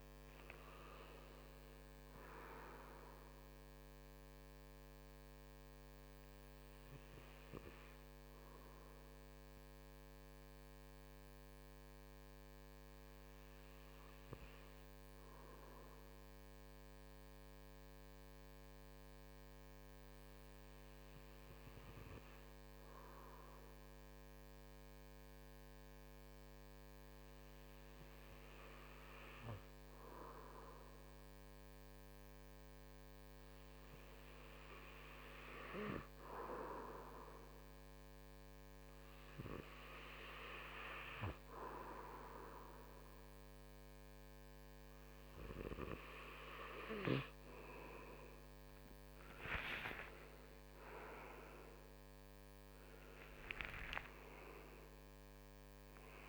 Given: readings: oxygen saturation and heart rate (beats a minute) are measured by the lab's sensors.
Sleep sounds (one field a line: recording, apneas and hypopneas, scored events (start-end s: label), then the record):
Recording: breathing in sleep by a microphone on the trachea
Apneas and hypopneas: 1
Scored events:
5.50-25.00 s: hypopnea (oxygen 96% before, 93% lowest)
27.50-30.50 s: arousal
49.50-54.00 s: arousal
From the record:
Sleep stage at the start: N2 (light sleep)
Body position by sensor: on the right side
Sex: male